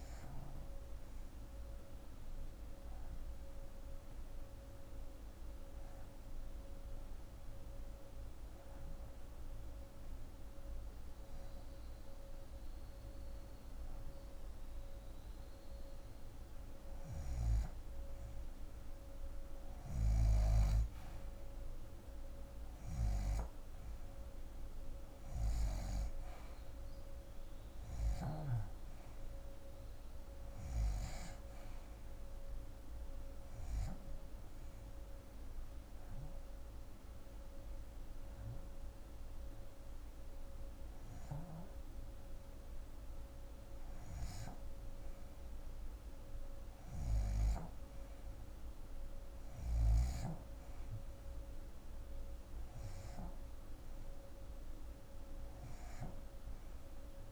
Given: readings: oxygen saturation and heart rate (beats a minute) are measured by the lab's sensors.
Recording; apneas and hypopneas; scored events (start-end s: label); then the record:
breathing in sleep by a room microphone; 2
0.00-15.50 s: oxygen desaturation (device-marked, oxygen 78% lowest, heart rate 47 extreme)
2.00-14.00 s: hypopnea (oxygen 86% before, 78% lowest, heart rate 109 before, 47 extreme, up 4 after)
19.00-23.50 s: arousal
24.50-43.50 s: oxygen desaturation (device-marked, oxygen 90% before, 80% lowest, heart rate 123 before, 67 extreme)
33.00-43.00 s: hypopnea (oxygen 90% before, 80% lowest, heart rate 120 before, 67 extreme, up 39 after)
47.00-52.00 s: arousal
53.50-57.32 s: oxygen desaturation (device-marked, oxygen 88% before, 84% lowest, heart rate 101 before, 47 extreme)
From the record:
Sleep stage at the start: REM sleep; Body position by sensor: on the left side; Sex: female